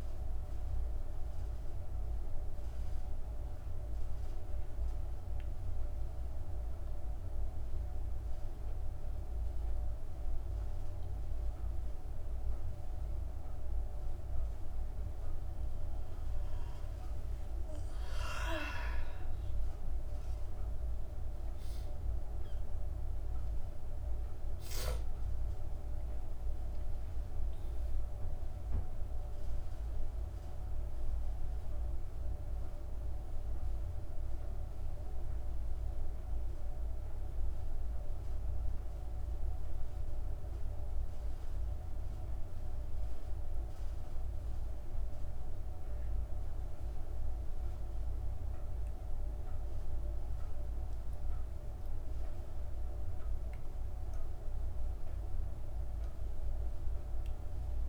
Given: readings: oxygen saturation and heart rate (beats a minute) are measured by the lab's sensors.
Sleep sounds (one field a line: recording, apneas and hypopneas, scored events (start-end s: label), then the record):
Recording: a person awake in a sleep study, hard to hear, by a room microphone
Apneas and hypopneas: none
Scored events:
none scored
From the record:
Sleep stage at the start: awake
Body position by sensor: on the back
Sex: female